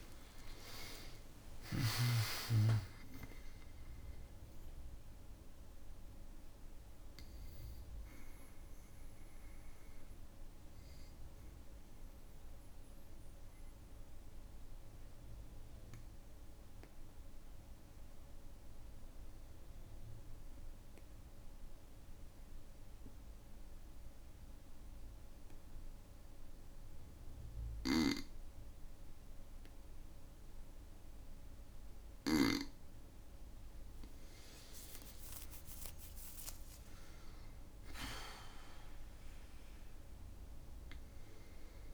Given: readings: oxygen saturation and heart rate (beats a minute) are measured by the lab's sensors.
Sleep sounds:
breathing in sleep by a room microphone; 1
0.00-1.00 s: long interval between heartbeats (device-marked, heart rate 78 extreme)
0.00-2.00 s: arousal
8.50-33.00 s: obstructive apnea (oxygen 97% before, 91% lowest, heart rate 66 before, 54 extreme, up 17 after)
34.00-39.00 s: arousal
35.00-37.00 s: long interval between heartbeats (device-marked, heart rate 55 before, 68 extreme)
39.50-41.94 s: oxygen desaturation (device-marked, oxygen 99% before, 91% lowest, heart rate 59 before, 54 extreme)
From the record:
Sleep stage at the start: N2 (light sleep); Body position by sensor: on the back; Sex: male

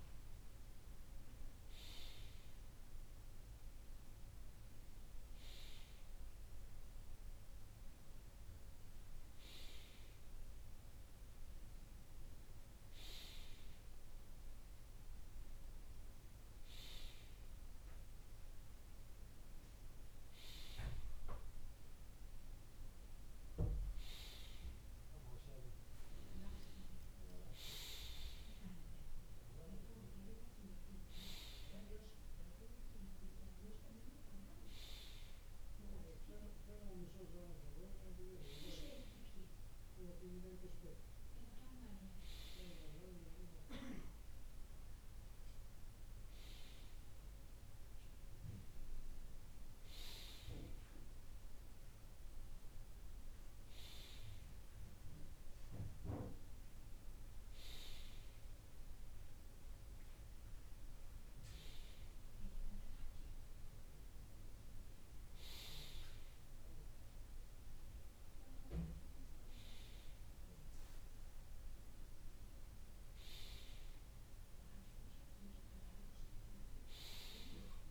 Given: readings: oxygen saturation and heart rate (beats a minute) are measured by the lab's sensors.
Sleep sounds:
breathing in sleep by a room microphone; none
none scored
From the record:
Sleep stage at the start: N2 (light sleep); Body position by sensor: on the right side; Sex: male

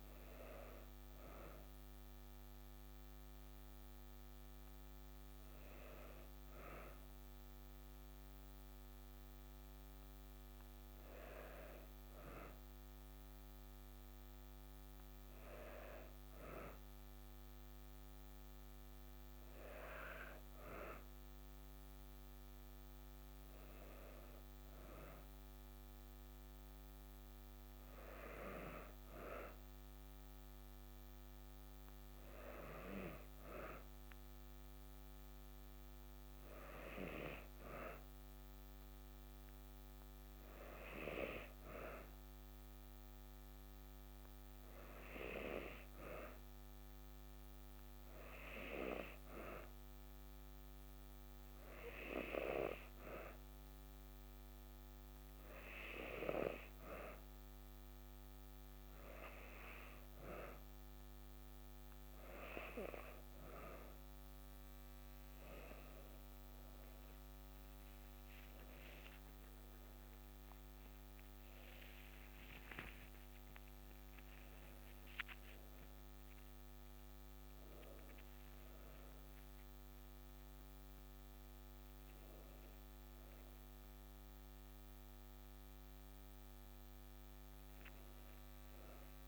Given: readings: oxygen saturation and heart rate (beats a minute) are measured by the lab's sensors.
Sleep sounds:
breathing in sleep by a microphone on the trachea; none
71.00-75.50 s: arousal
From the record:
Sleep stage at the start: N2 (light sleep); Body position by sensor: on the back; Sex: female

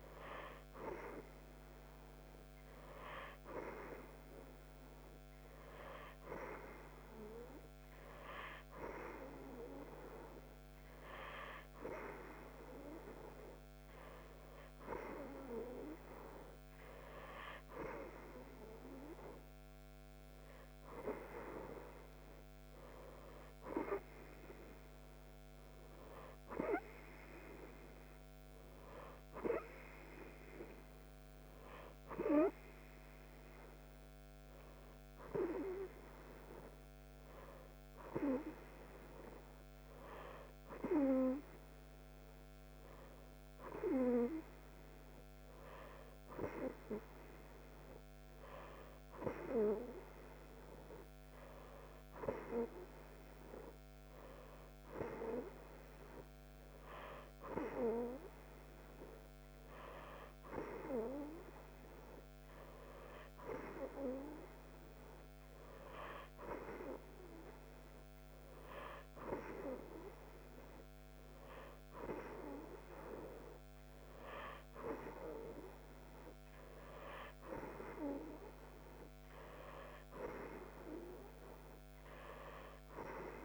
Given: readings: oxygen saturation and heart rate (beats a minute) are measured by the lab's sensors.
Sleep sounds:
breathing in sleep by a microphone on the trachea; none
none scored
From the record:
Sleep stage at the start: N2 (light sleep); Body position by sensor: on the right side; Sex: female

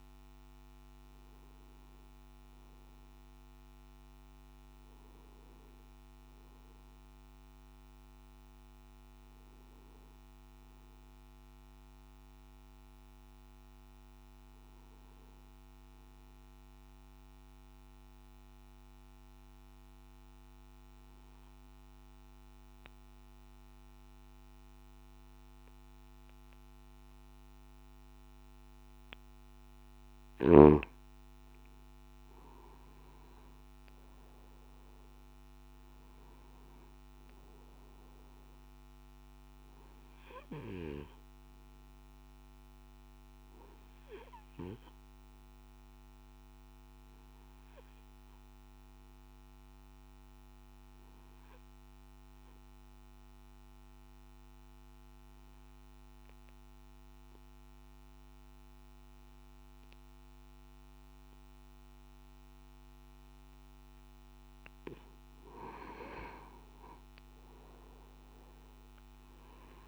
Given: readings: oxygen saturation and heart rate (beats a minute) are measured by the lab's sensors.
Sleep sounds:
breathing in sleep by a microphone on the trachea; 2
14.50-29.50 s: mixed apnea (oxygen 97% before, 91% lowest, heart rate 64 before, 52 extreme, up 6 after)
35.00-56.00 s: oxygen desaturation (device-marked, oxygen 98% before, 92% lowest, heart rate 56 before, 52 extreme)
44.00-63.50 s: obstructive apnea (oxygen 98% before, 90% lowest, heart rate 57 before, 52 extreme, up 12 after)
68.00-69.88 s: oxygen desaturation (device-marked, oxygen 97% before, 90% lowest, heart rate 54 before, 52 extreme)
From the record:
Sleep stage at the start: N3 (deep sleep); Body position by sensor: on the back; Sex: male

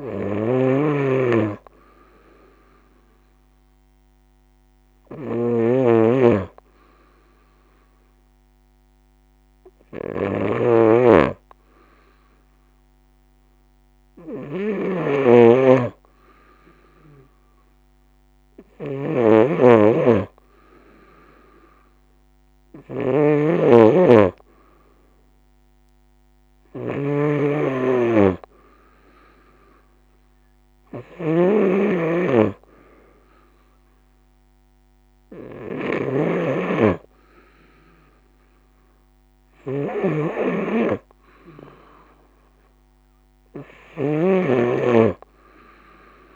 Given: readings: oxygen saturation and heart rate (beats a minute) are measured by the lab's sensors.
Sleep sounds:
breathing in sleep by a microphone on the trachea; 1
0.00-46.36 s: snoring (device-marked)
5.00-16.00 s: hypopnea (oxygen 91% before, 90% lowest, heart rate 64 before, 65 extreme, up 2 after)
18.50-22.00 s: arousal
27.50-38.50 s: oxygen desaturation (device-marked, oxygen 94% before, 90% lowest, heart rate 67 before, 65 extreme)
From the record:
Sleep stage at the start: N2 (light sleep); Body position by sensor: on the right side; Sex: female

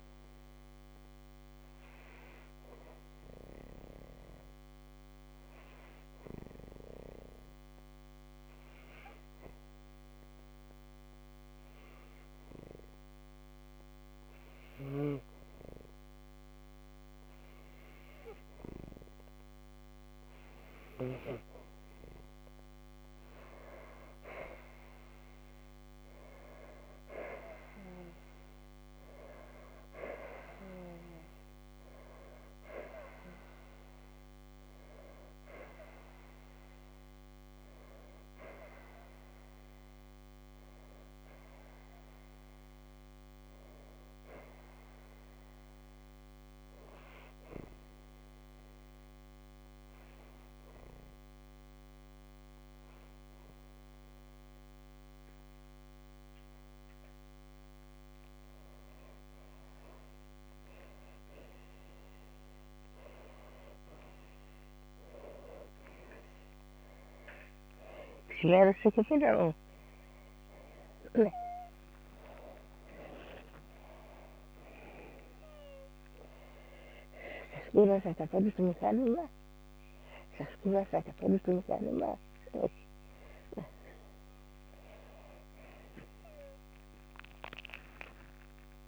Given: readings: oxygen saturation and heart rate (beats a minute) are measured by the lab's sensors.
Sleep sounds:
breathing in sleep by a microphone on the trachea; 2
0.00-8.50 s: oxygen desaturation (device-marked, oxygen 90% lowest, heart rate 54 extreme)
3.50-18.00 s: hypopnea (oxygen 94% before, 90% lowest, heart rate 56 before, 54 extreme, up 4 after)
24.00-28.50 s: arousal
29.50-59.50 s: oxygen desaturation (device-marked, oxygen 96% before, 90% lowest, heart rate 56 before, 53 extreme)
47.00-59.00 s: hypopnea (oxygen 96% before, 90% lowest, heart rate 57 before, 53 extreme, up 16 after)
64.50-66.50 s: long interval between heartbeats (device-marked, heart rate 55 before, 68 extreme)
70.50-88.88 s: new sleep stage, awake
73.00-75.00 s: long interval between heartbeats (device-marked, heart rate 60 before, 74 extreme)
77.00-80.50 s: snoring (device-marked)
From the record:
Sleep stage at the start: N2 (light sleep); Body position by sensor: on the back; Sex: female

